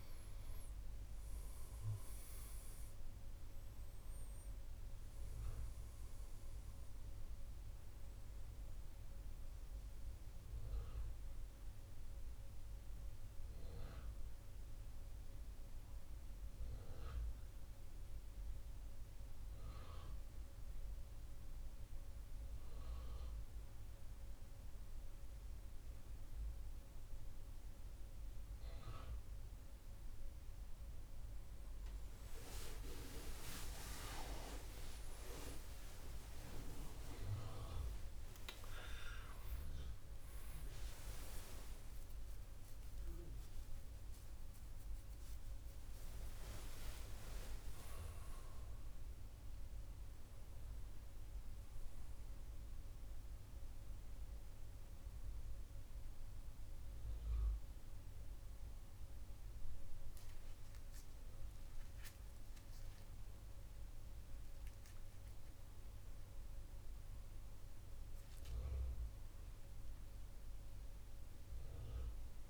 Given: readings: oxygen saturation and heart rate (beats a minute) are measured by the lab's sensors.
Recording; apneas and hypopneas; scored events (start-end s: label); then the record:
breathing in sleep by a room microphone; 1
0.00-18.00 s: oxygen desaturation (device-marked, oxygen 90% lowest, heart rate 66 extreme)
11.50-31.00 s: mixed apnea (oxygen 98% before, 90% lowest, heart rate 69 before, 67 extreme, up 26 after)
14.00-72.50 s: new sleep stage, N1 (lightest sleep)
35.00-42.50 s: arousal
From the record:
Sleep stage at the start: N2 (light sleep); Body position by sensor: on the right side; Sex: male